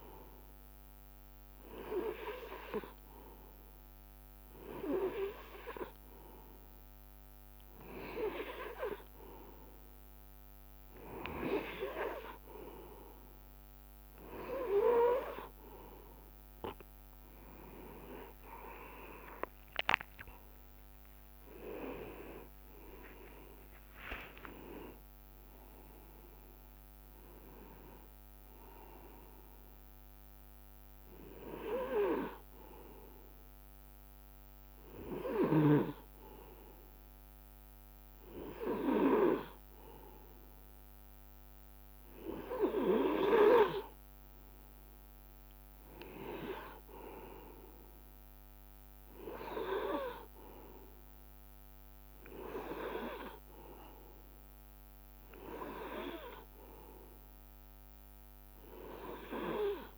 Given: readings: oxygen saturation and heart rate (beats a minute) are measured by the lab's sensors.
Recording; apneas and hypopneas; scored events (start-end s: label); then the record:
breathing in sleep by a microphone on the trachea; none
19.00-21.00 s: long interval between heartbeats (device-marked, heart rate 64 before, 79 extreme)
19.00-24.50 s: arousal
24.50-26.50 s: long interval between heartbeats (device-marked, heart rate 68 before, 89 extreme)
From the record:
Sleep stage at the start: N2 (light sleep); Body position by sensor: on the right side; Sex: male